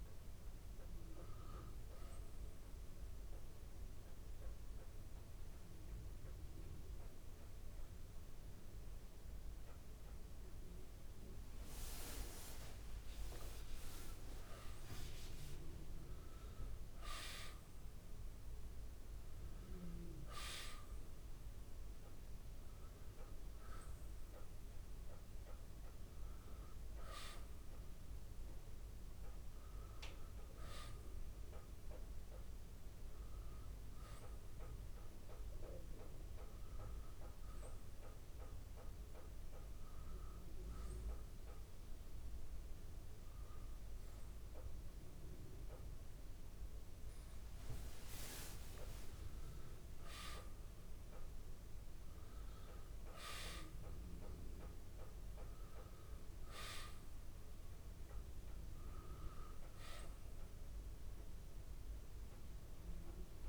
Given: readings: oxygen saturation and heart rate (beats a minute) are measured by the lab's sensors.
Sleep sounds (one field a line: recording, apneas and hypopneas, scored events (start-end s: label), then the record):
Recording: breathing in sleep by a room microphone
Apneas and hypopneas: 2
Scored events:
0.00-7.50 s: oxygen desaturation (device-marked, oxygen 90% lowest, heart rate 68 extreme)
2.00-13.00 s: obstructive apnea (oxygen 97% before, 90% lowest, heart rate 72 before, 67 extreme, up 12 after)
16.00-20.50 s: arousal
23.50-36.50 s: oxygen desaturation (device-marked, oxygen 96% before, 92% lowest, heart rate 72 before, 67 extreme)
34.50-47.00 s: hypopnea (oxygen 96% before, 86% lowest, heart rate 72 before, 66 extreme, up 13 after)
48.00-52.50 s: arousal
55.50-63.49 s: oxygen desaturation (device-marked, oxygen 95% before, 91% lowest, heart rate 82 before, 66 extreme)
From the record:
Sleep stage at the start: N2 (light sleep)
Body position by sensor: on the back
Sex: male